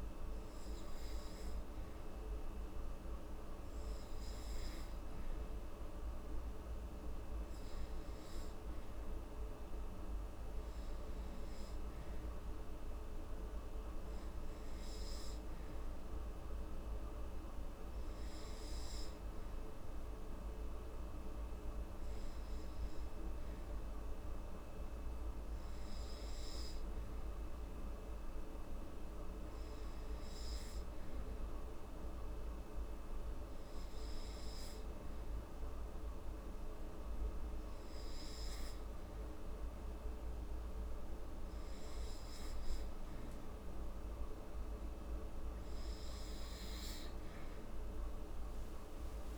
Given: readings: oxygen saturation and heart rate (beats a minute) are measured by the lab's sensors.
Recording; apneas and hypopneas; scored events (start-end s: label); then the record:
breathing in sleep, hard to hear, by a room microphone; none
47.50-49.38 s: arousal
From the record:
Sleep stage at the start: N2 (light sleep); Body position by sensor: on the back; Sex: female